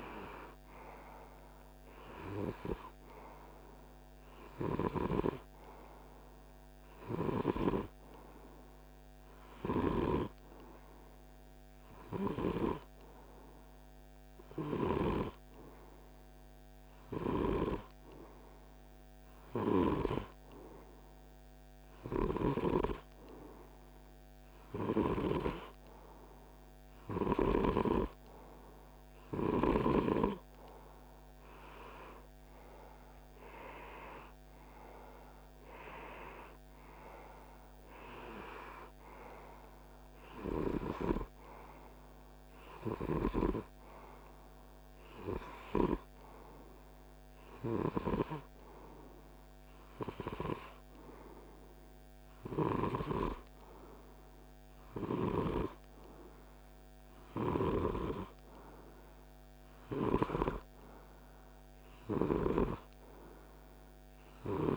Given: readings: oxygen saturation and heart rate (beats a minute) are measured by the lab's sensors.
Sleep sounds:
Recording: breathing in sleep by a microphone on the trachea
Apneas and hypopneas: 1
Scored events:
9.50-26.50 s: hypopnea (oxygen 97% before, 95% lowest, heart rate 52 before, 48 extreme, up 3 after)
27.50-32.00 s: arousal
From the record:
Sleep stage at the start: N2 (light sleep)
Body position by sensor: on the right side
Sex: male

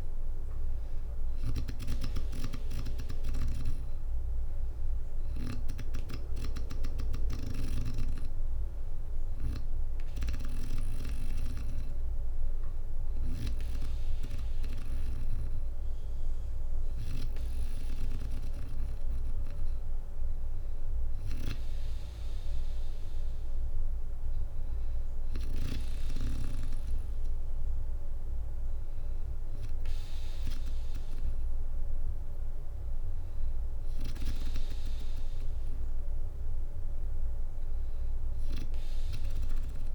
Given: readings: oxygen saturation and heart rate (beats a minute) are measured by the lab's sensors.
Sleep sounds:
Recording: breathing in sleep by a room microphone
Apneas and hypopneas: none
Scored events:
0.00-3.00 s: drop in pulse transit time (device-marked, heart rate 63 extreme)
0.00-7.00 s: snoring (device-marked)
From the record:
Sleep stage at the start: N2 (light sleep)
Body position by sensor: on the back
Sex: female

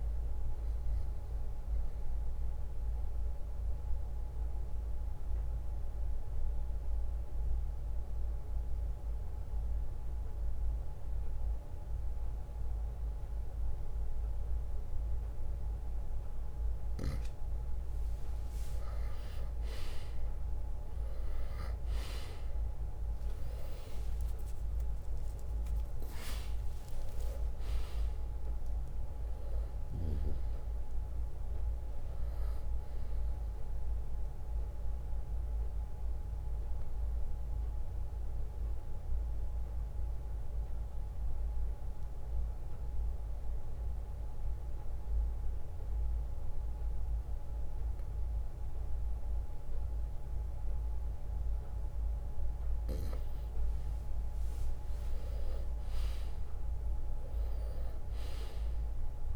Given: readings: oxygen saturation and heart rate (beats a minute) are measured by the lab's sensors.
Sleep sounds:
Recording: breathing in sleep, hard to hear, by a room microphone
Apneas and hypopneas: 2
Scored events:
1.00-16.00 s: obstructive apnea (oxygen 97% before, 91% lowest, heart rate 63 before, 58 extreme, up 7 after)
5.00-17.00 s: oxygen desaturation (device-marked, oxygen 97% before, 93% lowest, heart rate 63 before, 58 extreme)
10.00-15.00 s: bradycardia (device-marked, heart rate 67 before, 59 extreme)
20.00-25.50 s: arousal
22.00-34.00 s: drop in pulse transit time (device-marked, heart rate 62 before, 65 extreme)
25.00-37.00 s: oxygen desaturation (device-marked, oxygen 97% before, 92% lowest, heart rate 62 before, 55 extreme)
30.00-32.00 s: long interval between heartbeats (device-marked, heart rate 66 before, 72 extreme)
32.50-34.50 s: long interval between heartbeats (device-marked, heart rate 68 before, 76 extreme)
35.00-38.00 s: bradycardia (device-marked, heart rate 67 before, 63 extreme)
35.00-52.00 s: obstructive apnea (oxygen 97% before, 91% lowest, heart rate 70 before, 55 extreme, up 2 after)
42.00-52.00 s: bradycardia (device-marked, heart rate 67 before, 58 extreme)
53.00-58.00 s: bradycardia (device-marked, heart rate 67 before, 55 extreme)
54.00-59.36 s: arousal
From the record:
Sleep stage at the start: N2 (light sleep)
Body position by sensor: on the right side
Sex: male

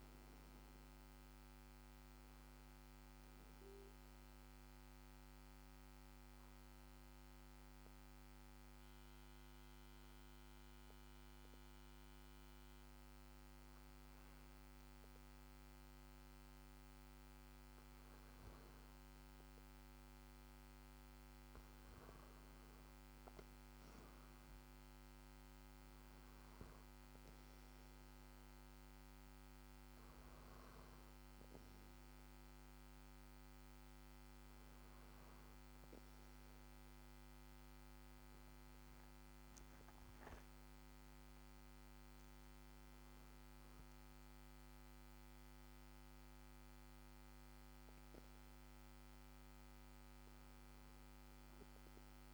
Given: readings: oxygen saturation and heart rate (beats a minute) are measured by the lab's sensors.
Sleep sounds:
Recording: breathing in sleep, hard to hear, by a microphone on the trachea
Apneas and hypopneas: 1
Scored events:
5.00-20.00 s: hypopnea (oxygen 96% before, 92% lowest, heart rate 59 before, 49 extreme, up 7 after)
21.50-25.00 s: arousal
25.50-43.50 s: oxygen desaturation (device-marked, oxygen 96% before, 92% lowest, heart rate 55 before, 48 extreme)
From the record:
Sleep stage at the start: N2 (light sleep)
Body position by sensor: on the back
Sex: male

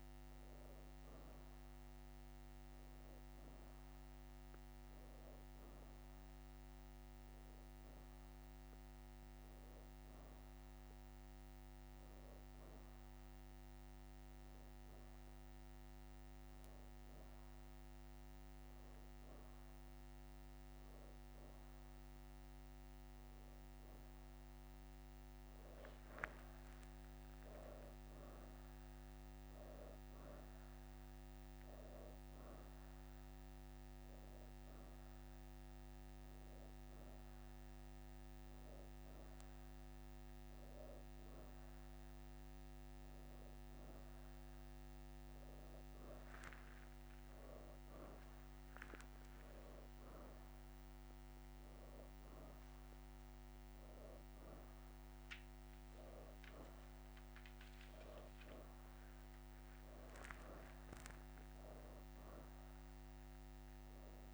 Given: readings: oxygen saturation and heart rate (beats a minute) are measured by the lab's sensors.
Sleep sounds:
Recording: breathing in sleep, hard to hear, by a microphone on the trachea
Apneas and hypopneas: none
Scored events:
3.00-6.00 s: leg movement (device-marked)
23.50-28.00 s: arousal
24.50-28.50 s: leg movement (device-marked)
46.50-50.50 s: leg movement (device-marked)
56.00-63.00 s: leg movement (device-marked)
From the record:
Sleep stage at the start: N2 (light sleep)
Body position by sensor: on the back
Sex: female

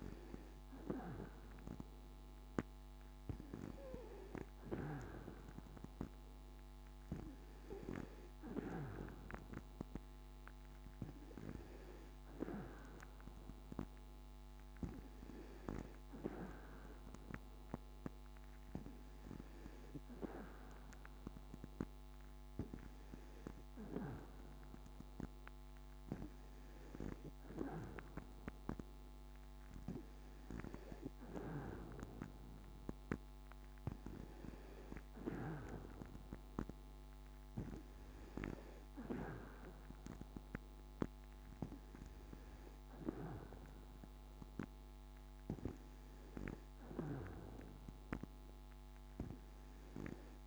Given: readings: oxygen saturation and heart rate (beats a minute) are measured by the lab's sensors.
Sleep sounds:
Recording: breathing in sleep by a microphone on the trachea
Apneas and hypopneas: none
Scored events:
none scored
From the record:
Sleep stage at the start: N2 (light sleep)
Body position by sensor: on the back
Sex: female

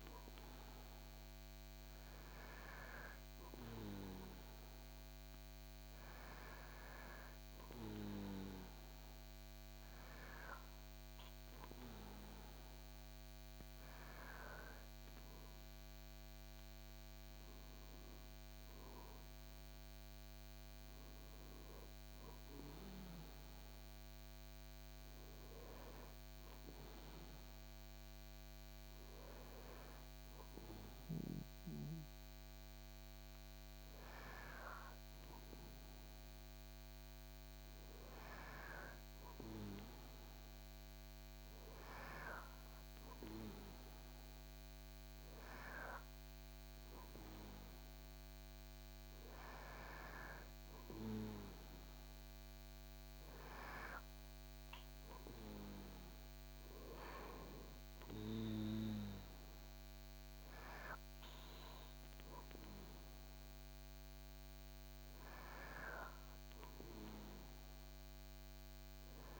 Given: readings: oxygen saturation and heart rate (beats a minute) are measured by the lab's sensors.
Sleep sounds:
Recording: breathing in sleep by a microphone on the trachea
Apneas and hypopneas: none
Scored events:
none scored
From the record:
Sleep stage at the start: N2 (light sleep)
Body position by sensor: on the back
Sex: male

